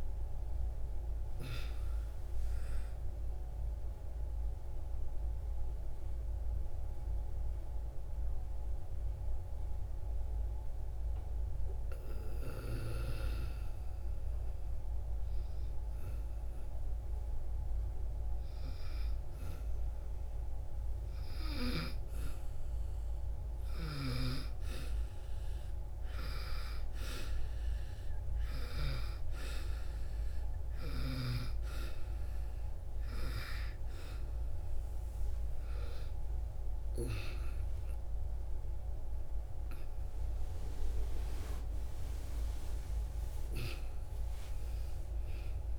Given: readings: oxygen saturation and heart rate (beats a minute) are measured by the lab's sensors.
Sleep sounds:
breathing in sleep by a room microphone; 1
0.00-14.50 s: oxygen desaturation (device-marked, oxygen 87% lowest)
5.50-20.50 s: obstructive apnea (oxygen 96% before, 87% lowest)
22.50-41.50 s: oxygen desaturation (device-marked, oxygen 98% before, 92% lowest)
36.50-43.00 s: arousal
From the record:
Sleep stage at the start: N1 (lightest sleep); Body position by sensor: on the back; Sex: female

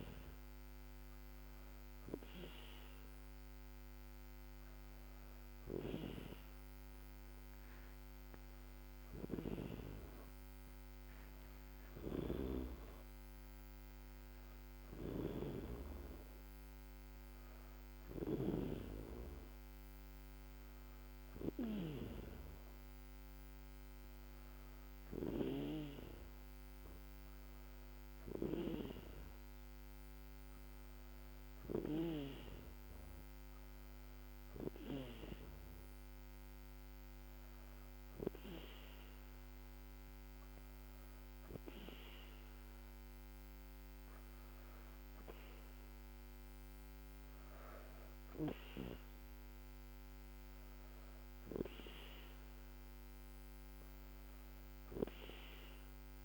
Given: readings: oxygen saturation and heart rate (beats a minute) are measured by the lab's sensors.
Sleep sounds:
breathing in sleep by a microphone on the trachea; none
11.50-18.00 s: snoring (device-marked)
From the record:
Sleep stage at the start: N2 (light sleep); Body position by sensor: on the back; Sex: female

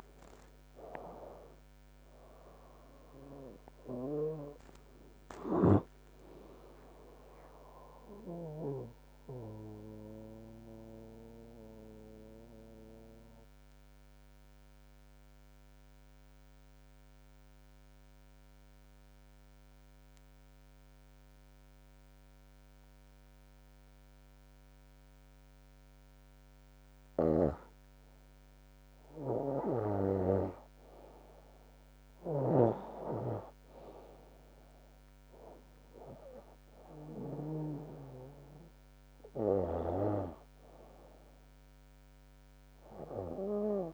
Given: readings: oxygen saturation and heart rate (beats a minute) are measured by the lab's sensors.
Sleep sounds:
breathing in sleep by a microphone on the trachea; 1
3.00-7.00 s: arousal
8.50-27.00 s: mixed apnea (oxygen 97% before, 94% lowest, heart rate 108 before, 60 extreme)
24.50-26.50 s: long interval between heartbeats (device-marked, heart rate 74 before, 101 extreme)
26.50-28.50 s: long interval between heartbeats (device-marked, heart rate 76 before, 131 extreme)
32.00-36.50 s: arousal
36.50-38.50 s: long interval between heartbeats (device-marked, heart rate 88 before, 96 extreme)
From the record:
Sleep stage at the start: N2 (light sleep); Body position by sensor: on the back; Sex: female

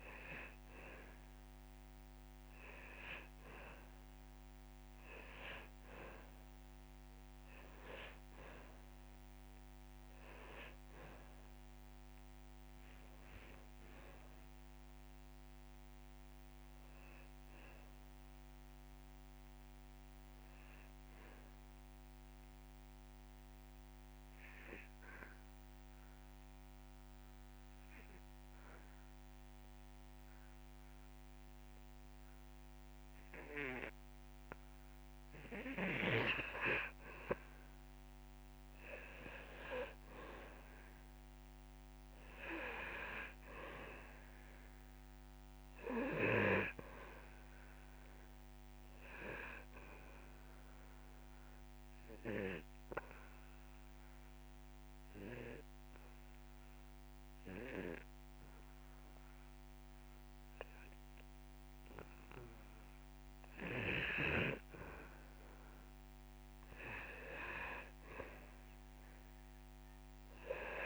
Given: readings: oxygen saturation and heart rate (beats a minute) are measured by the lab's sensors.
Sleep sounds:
breathing in sleep by a microphone on the trachea; 2
16.00-19.50 s: arousal
23.50-35.50 s: obstructive apnea (oxygen 98% before, 89% lowest)
38.00-41.00 s: arousal
44.00-66.00 s: oxygen desaturation (device-marked, oxygen 97% before, 89% lowest)
51.50-66.50 s: obstructive apnea (oxygen 97% before, 89% lowest)
From the record:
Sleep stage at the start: N2 (light sleep); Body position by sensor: on the back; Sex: male

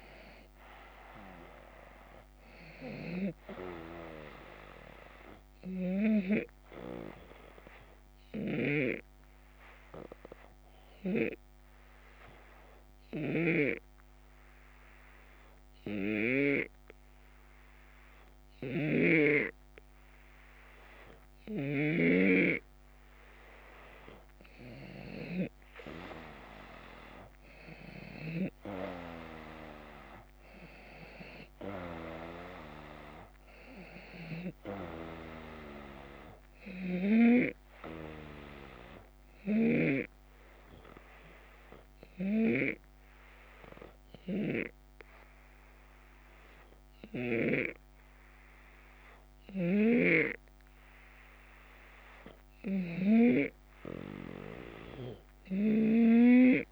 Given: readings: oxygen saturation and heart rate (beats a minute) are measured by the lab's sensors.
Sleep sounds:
breathing in sleep by a microphone on the trachea; 2
5.50-23.50 s: obstructive apnea (oxygen 96% before, 91% lowest, heart rate 78 before, 75 extreme, up 5 after)
8.00-19.00 s: snoring (device-marked)
25.50-31.00 s: arousal
38.00-51.00 s: obstructive apnea (oxygen 95% before, 91% lowest, heart rate 78 before, 73 extreme, up 1 after)
49.00-53.00 s: snoring (device-marked)
From the record:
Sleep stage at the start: N2 (light sleep); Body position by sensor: on the back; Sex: male

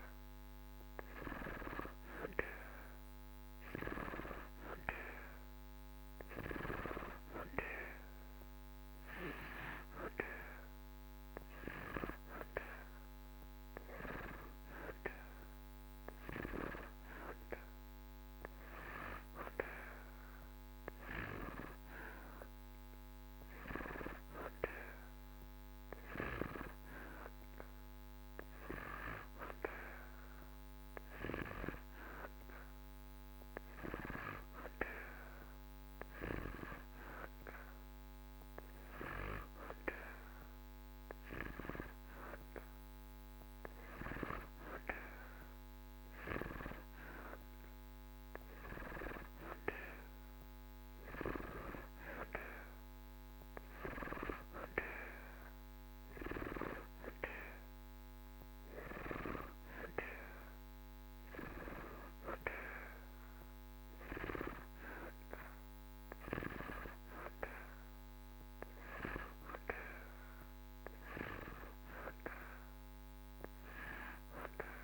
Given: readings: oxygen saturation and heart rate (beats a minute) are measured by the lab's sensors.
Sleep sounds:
breathing in sleep by a microphone on the trachea; none
none scored
From the record:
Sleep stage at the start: N2 (light sleep); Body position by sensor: on the back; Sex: male

